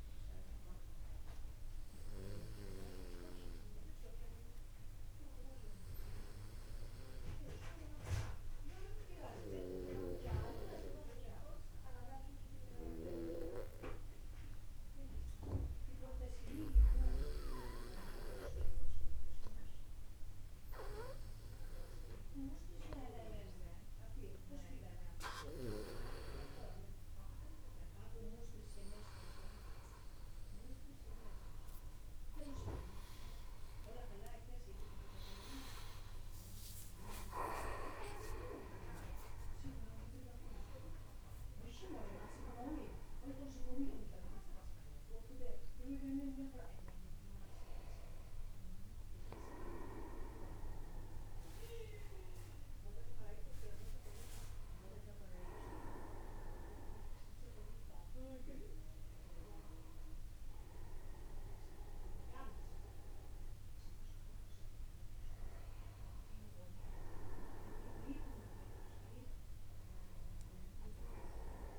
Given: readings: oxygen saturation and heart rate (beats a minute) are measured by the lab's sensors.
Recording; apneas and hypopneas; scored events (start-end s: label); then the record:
breathing in sleep by a room microphone; none
34.50-36.50 s: long interval between heartbeats (device-marked, heart rate 56 before, 96 extreme)
34.50-40.50 s: arousal
42.00-44.00 s: long interval between heartbeats (device-marked, heart rate 70 before, 64 extreme)
From the record:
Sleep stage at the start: N1 (lightest sleep); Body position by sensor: upright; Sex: male